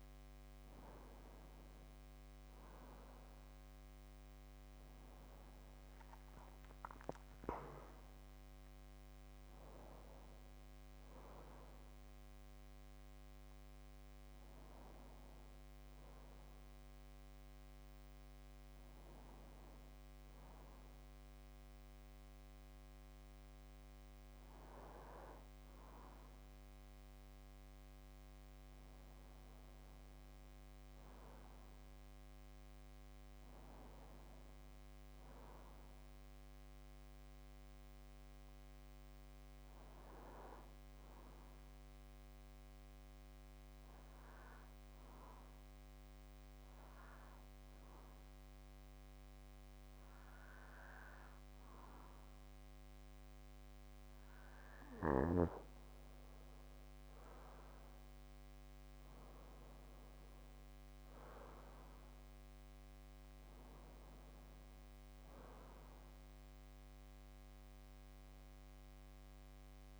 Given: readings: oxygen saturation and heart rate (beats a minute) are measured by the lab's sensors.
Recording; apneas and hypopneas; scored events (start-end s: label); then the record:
breathing in sleep by a microphone on the trachea; 1
4.50-9.00 s: arousal
31.00-34.50 s: arousal
39.00-54.00 s: hypopnea (oxygen 96% before, 92% lowest)
55.00-59.50 s: arousal
59.00-70.00 s: oxygen desaturation (device-marked, oxygen 96% before, 92% lowest)
From the record:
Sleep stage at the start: N2 (light sleep); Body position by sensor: on the back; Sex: male